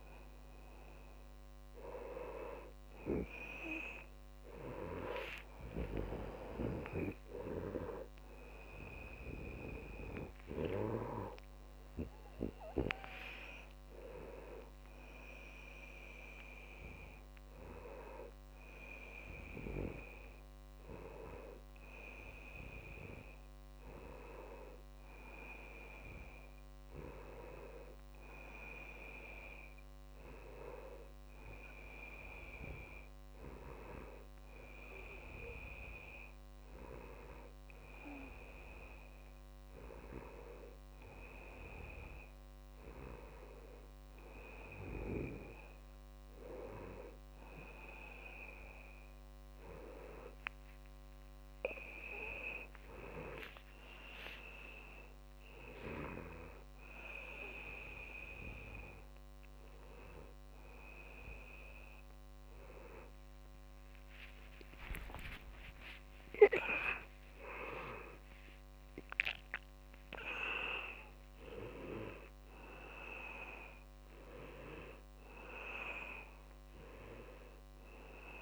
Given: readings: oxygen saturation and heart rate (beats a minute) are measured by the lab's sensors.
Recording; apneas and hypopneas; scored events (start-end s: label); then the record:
a person partly awake in a sleep study, by a microphone on the trachea; none
6.50-11.00 s: arousal
7.00-9.00 s: tachycardia (device-marked, heart rate 83 before, 96 extreme)
15.00-22.00 s: oxygen desaturation (device-marked, oxygen 99% before, 95% lowest, heart rate 79 before, 62 extreme)
47.00-77.00 s: new sleep stage, awake
51.00-56.00 s: tachycardia (device-marked, heart rate 85 before, 111 extreme)
63.00-69.00 s: tachycardia (device-marked, heart rate 87 before, 106 extreme)
77.00-78.42 s: new sleep stage, N1 (lightest sleep)
From the record:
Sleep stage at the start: N1 (lightest sleep); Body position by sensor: on the back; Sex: male